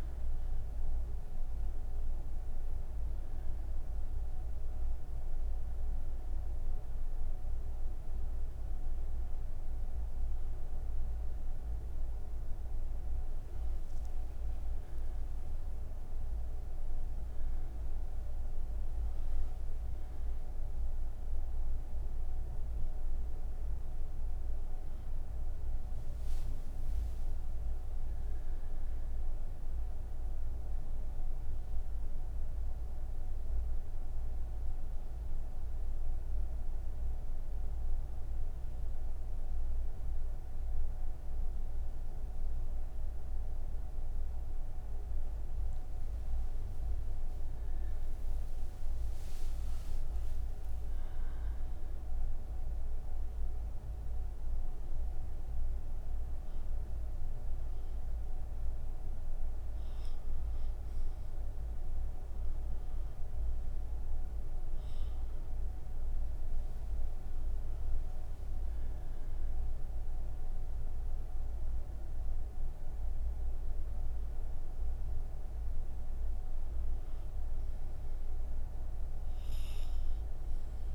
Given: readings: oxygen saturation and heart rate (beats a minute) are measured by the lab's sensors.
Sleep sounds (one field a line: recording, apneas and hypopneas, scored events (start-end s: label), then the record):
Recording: breathing in sleep, hard to hear, by a room microphone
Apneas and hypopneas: 1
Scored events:
36.00-46.00 s: obstructive apnea (oxygen 98% before, 95% lowest)
From the record:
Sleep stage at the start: N1 (lightest sleep)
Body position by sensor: on the right side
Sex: female